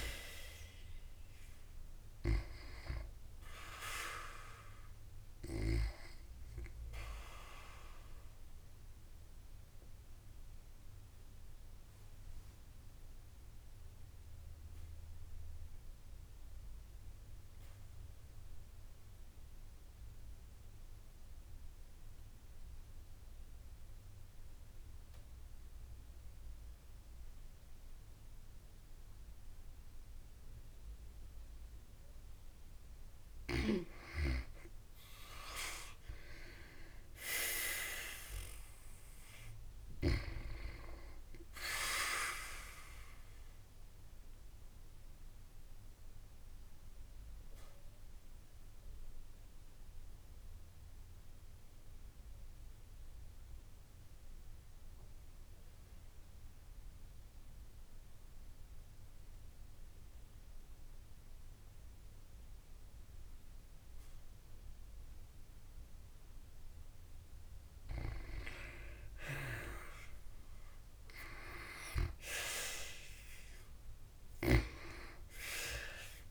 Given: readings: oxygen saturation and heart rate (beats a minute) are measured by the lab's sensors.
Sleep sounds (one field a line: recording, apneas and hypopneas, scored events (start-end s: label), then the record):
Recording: breathing in sleep by a room microphone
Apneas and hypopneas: 2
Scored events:
0.00-4.50 s: oxygen desaturation (device-marked, oxygen 90% lowest, heart rate 50 extreme)
7.50-32.00 s: obstructive apnea (oxygen 96% before, 87% lowest, heart rate 66 before, 50 extreme, up 25 after)
36.00-39.50 s: arousal
41.50-63.50 s: oxygen desaturation (device-marked, oxygen 96% before, 89% lowest, heart rate 57 before, 52 extreme)
42.50-66.00 s: obstructive apnea (oxygen 96% before, 87% lowest, heart rate 57 before, 52 extreme, up 11 after)
69.00-72.50 s: arousal
72.50-76.31 s: oxygen desaturation (device-marked, oxygen 96% before, 87% lowest, heart rate 55 before, 51 extreme)
From the record:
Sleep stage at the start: N2 (light sleep)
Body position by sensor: on the back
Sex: female